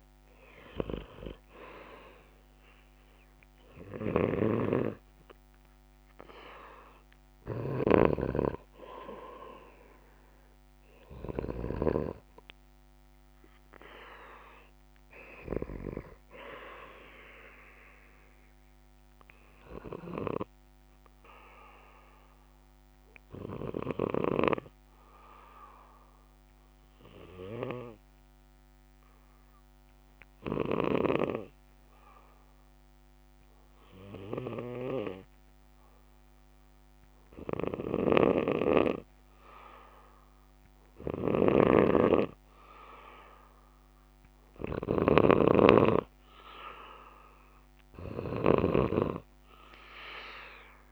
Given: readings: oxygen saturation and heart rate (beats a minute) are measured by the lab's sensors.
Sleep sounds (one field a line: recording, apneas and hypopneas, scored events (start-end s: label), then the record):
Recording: breathing in sleep by a microphone on the trachea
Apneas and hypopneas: 1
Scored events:
0.00-10.00 s: oxygen desaturation (device-marked, oxygen 89% lowest, heart rate 63 extreme)
4.00-12.00 s: snoring (device-marked)
22.50-38.00 s: obstructive apnea (oxygen 98% before, 89% lowest, heart rate 66 before, 65 extreme, up 1 after)
38.00-50.92 s: snoring (device-marked)
40.00-43.00 s: arousal
43.00-50.92 s: oxygen desaturation (device-marked, oxygen 97% before, 90% lowest, heart rate 67 before, 65 extreme)
From the record:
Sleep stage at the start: N2 (light sleep)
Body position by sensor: on the back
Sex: male